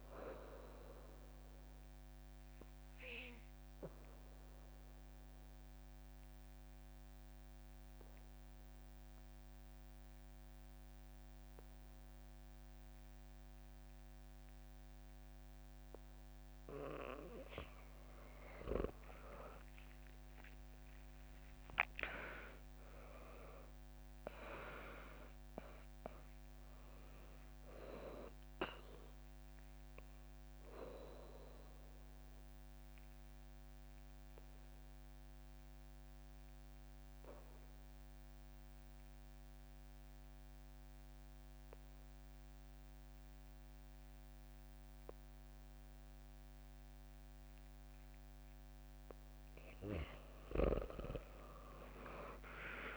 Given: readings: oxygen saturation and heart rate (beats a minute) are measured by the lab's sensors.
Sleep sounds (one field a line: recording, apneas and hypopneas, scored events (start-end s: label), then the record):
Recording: breathing in sleep by a microphone on the trachea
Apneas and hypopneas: 2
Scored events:
0.00-1.50 s: drop in pulse transit time (device-marked, heart rate 61 extreme)
0.00-12.50 s: oxygen desaturation (device-marked, oxygen 95% lowest, heart rate 61 extreme)
2.50-16.50 s: obstructive apnea (oxygen 99% before, 94% lowest, heart rate 65 before, 61 extreme, up 4 after)
19.00-22.50 s: arousal
19.50-31.50 s: drop in pulse transit time (device-marked, heart rate 69 before, 61 extreme)
30.00-48.50 s: obstructive apnea (oxygen 99% before, 94% lowest, heart rate 68 before, 60 extreme, up 5 after)
51.50-52.96 s: arousal
From the record:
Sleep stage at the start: N2 (light sleep)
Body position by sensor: on the back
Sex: female